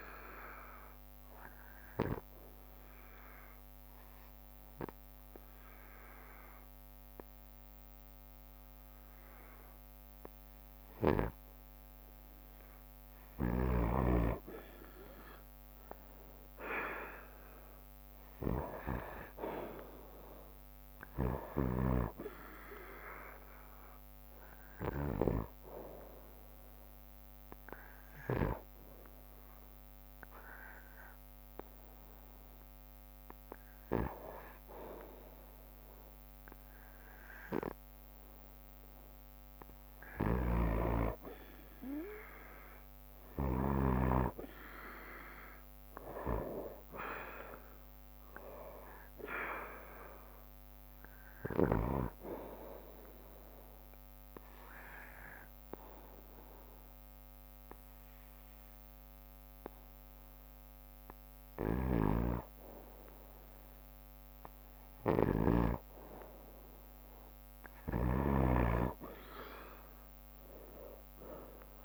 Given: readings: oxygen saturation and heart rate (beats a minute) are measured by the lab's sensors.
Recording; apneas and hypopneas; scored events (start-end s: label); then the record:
breathing in sleep by a microphone on the trachea; 3
0.00-1.50 s: oxygen desaturation (device-marked, oxygen 91% lowest, heart rate 61 extreme)
1.00-12.50 s: obstructive apnea (oxygen 95% before, 91% lowest, heart rate 64 before, 58 extreme, up 2 after)
15.00-18.50 s: arousal
17.50-32.50 s: drop in pulse transit time (device-marked, heart rate 63 before, 58 extreme)
23.50-41.50 s: oxygen desaturation (device-marked, oxygen 95% before, 91% lowest, heart rate 63 before, 58 extreme)
24.00-37.50 s: obstructive apnea (oxygen 95% before, 91% lowest, heart rate 63 before, 58 extreme, up 6 after)
24.50-29.50 s: bradycardia (device-marked, heart rate 63 before, 58 extreme)
40.00-44.00 s: snoring (device-marked)
45.50-49.00 s: arousal
46.50-59.50 s: drop in pulse transit time (device-marked, heart rate 62 before, 60 extreme)
53.00-55.00 s: long interval between heartbeats (device-marked, heart rate 64 before, 70 extreme)
53.50-70.50 s: oxygen desaturation (device-marked, oxygen 96% before, 92% lowest, heart rate 64 before, 54 extreme)
54.00-66.00 s: obstructive apnea (oxygen 96% before, 91% lowest, heart rate 64 before, 60 extreme, up 5 after)
61.50-71.84 s: snoring (device-marked)
69.50-71.84 s: arousal
From the record:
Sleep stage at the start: N2 (light sleep); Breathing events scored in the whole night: 305 in 3.8 hours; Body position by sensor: on the right side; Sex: male